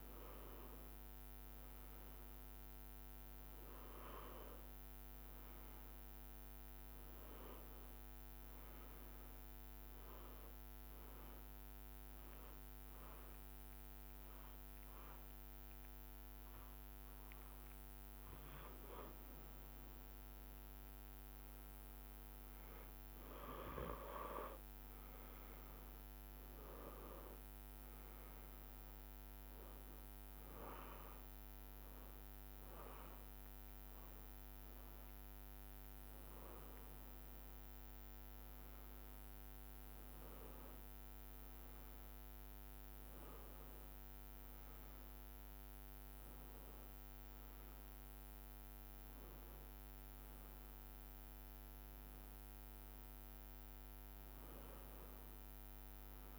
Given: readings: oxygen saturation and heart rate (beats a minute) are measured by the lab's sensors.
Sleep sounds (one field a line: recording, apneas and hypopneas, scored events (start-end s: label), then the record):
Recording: breathing in sleep, hard to hear, by a microphone on the trachea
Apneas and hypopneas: 2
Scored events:
8.50-18.50 s: hypopnea (oxygen 98% before, 94% lowest, heart rate 67 before, 57 extreme, up 3 after)
13.00-17.00 s: bradycardia (device-marked, heart rate 87 before, 59 extreme)
20.00-22.00 s: long interval between heartbeats (device-marked, heart rate 62 before, 60 extreme)
21.50-26.00 s: arousal
23.00-25.00 s: bradycardia (device-marked, heart rate 85 before, 61 extreme)
28.00-40.00 s: oxygen desaturation (device-marked, oxygen 97% before, 94% lowest, heart rate 61 before, 57 extreme)
30.00-40.00 s: hypopnea (oxygen 98% before, 94% lowest, heart rate 61 before, 57 extreme, up 5 after)
33.50-35.50 s: long interval between heartbeats (device-marked, heart rate 61 before, 62 extreme)
36.00-38.00 s: bradycardia (device-marked, heart rate 84 before, 61 extreme)
42.00-47.00 s: arousal
51.00-53.00 s: long interval between heartbeats (device-marked, heart rate 61 before, 61 extreme)
54.00-56.00 s: bradycardia (device-marked, heart rate 83 before, 61 extreme)
From the record:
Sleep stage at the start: N1 (lightest sleep)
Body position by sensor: on the back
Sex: male